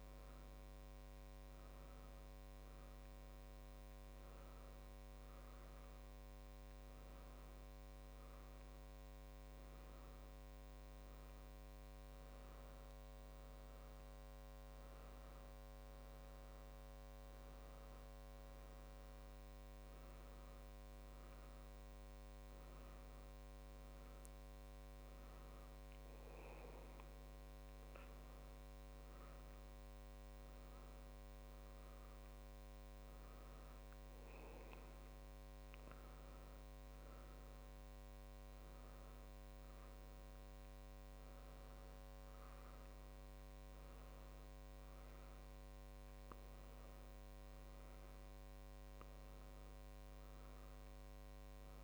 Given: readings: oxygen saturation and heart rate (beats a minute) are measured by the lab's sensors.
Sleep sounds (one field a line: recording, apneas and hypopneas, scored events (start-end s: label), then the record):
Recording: breathing in sleep, hard to hear, by a microphone on the trachea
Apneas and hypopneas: none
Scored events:
0.00-11.00 s: tachycardia (device-marked, heart rate 125 extreme)
2.00-4.00 s: long interval between heartbeats (device-marked, heart rate 107 before, 108 extreme)
4.00-6.00 s: long interval between heartbeats (device-marked, heart rate 107 before, 109 extreme)
7.00-9.00 s: long interval between heartbeats (device-marked, heart rate 107 before, 115 extreme)
11.50-13.50 s: long interval between heartbeats (device-marked, heart rate 108 before, 106 extreme)
15.50-17.50 s: long interval between heartbeats (device-marked, heart rate 101 before, 83 extreme)
16.00-51.84 s: new sleep stage, N2 (light sleep)
18.50-20.50 s: long interval between heartbeats (device-marked, heart rate 98 before, 84 extreme)
26.50-28.50 s: long interval between heartbeats (device-marked, heart rate 85 before, 37 extreme)
31.50-33.50 s: long interval between heartbeats (device-marked, heart rate 68 before, 67 extreme)
41.50-43.50 s: long interval between heartbeats (device-marked, heart rate 55 before, 61 extreme)
44.50-46.50 s: long interval between heartbeats (device-marked, heart rate 56 before, 45 extreme)
From the record:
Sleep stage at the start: N1 (lightest sleep)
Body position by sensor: on the left side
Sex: male